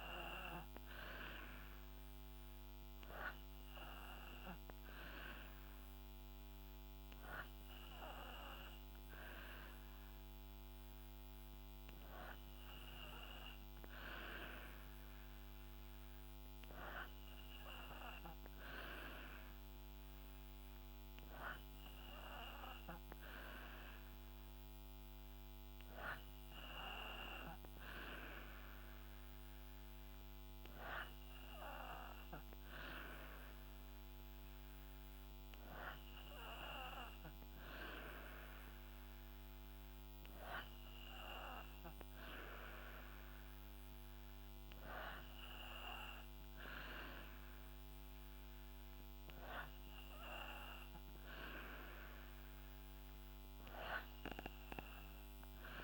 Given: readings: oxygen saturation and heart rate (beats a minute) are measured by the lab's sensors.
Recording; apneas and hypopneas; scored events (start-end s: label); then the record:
breathing in sleep by a microphone on the trachea; none
none scored
From the record:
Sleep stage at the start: N3 (deep sleep); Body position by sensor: on the back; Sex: female